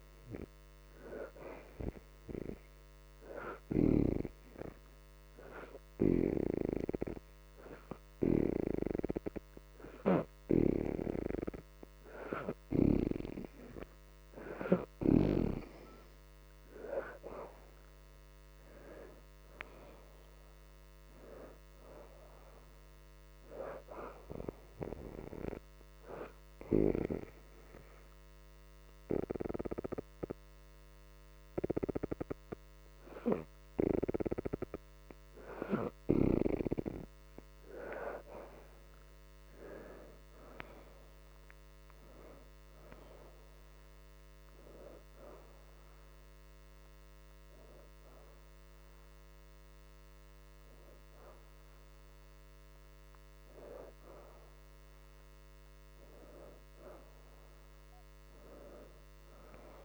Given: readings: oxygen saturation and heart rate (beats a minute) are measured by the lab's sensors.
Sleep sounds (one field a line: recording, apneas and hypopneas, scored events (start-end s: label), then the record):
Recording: breathing in sleep by a microphone on the trachea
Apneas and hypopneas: 2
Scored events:
0.00-1.00 s: oxygen desaturation (device-marked, oxygen 61% lowest, heart rate 73 extreme)
2.00-12.50 s: hypopnea (oxygen 83% before, 63% lowest, heart rate 79 before, 75 extreme, up 0 after)
3.00-16.00 s: oxygen desaturation (device-marked, oxygen 84% before, 73% lowest, heart rate 78 before, 75 extreme)
18.00-21.50 s: arousal
18.00-42.00 s: oxygen desaturation (device-marked, oxygen 77% before, 64% lowest, heart rate 80 before, 75 extreme)
24.00-34.50 s: obstructive apnea (oxygen 84% before, 63% lowest, heart rate 80 before, 75 extreme, up 1 after)
39.50-44.00 s: arousal
44.00-59.85 s: oxygen desaturation (device-marked, oxygen 80% before, 63% lowest, heart rate 79 before, 74 extreme)
From the record:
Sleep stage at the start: N2 (light sleep)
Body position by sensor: upright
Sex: female